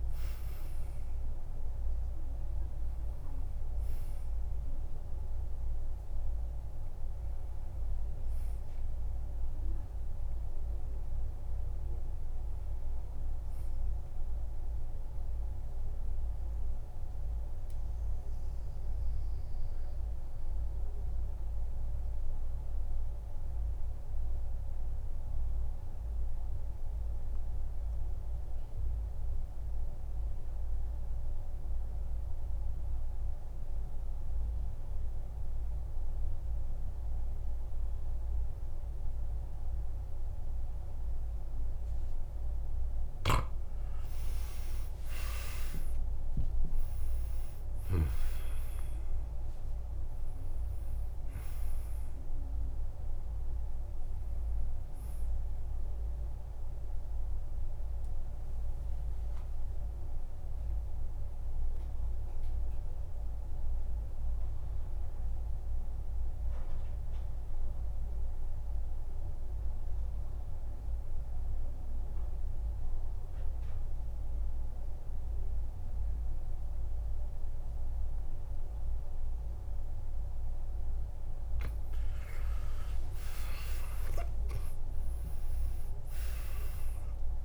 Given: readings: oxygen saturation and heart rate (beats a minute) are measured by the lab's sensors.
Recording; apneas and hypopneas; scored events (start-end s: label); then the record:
breathing in sleep, hard to hear, by a room microphone; 2
0.00-1.00 s: arousal
0.00-15.50 s: oxygen desaturation (device-marked, oxygen 88% lowest, heart rate 50 extreme)
16.00-42.50 s: mixed apnea (oxygen 97% before, 87% lowest, heart rate 61 before, 49 extreme, up 25 after)
17.50-26.50 s: oxygen desaturation (device-marked, oxygen 90% before, 87% lowest, heart rate 61 before, 53 extreme)
42.50-73.50 s: oxygen desaturation (device-marked, oxygen 99% before, 88% lowest, heart rate 56 before, 49 extreme)
44.50-49.00 s: arousal
45.50-47.50 s: long interval between heartbeats (device-marked, heart rate 58 before, 73 extreme)
56.50-82.50 s: mixed apnea (oxygen 99% before, 88% lowest, heart rate 67 before, 48 extreme, up 20 after)
83.50-87.45 s: arousal
From the record:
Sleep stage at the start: N2 (light sleep); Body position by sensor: on the back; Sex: male